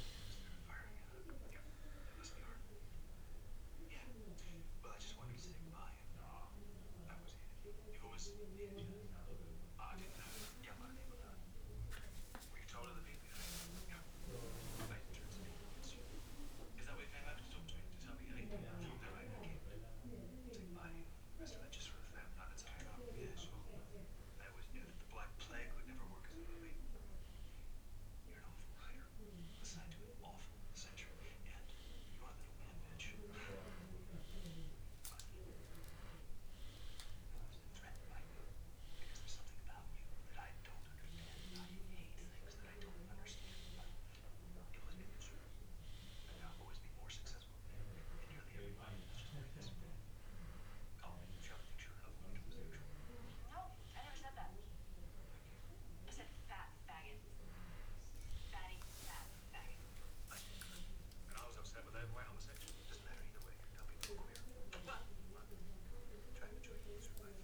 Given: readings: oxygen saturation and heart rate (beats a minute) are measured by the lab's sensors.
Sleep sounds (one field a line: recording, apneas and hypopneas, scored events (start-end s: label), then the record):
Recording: a person partly awake in a sleep study, by a room microphone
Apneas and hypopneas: none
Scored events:
12.50-20.50 s: oxygen desaturation (device-marked, oxygen 97% before, 93% lowest, heart rate 86 before, 85 extreme)
18.50-67.43 s: new sleep stage, N1 (lightest sleep)
From the record:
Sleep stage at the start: awake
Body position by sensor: on the back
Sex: male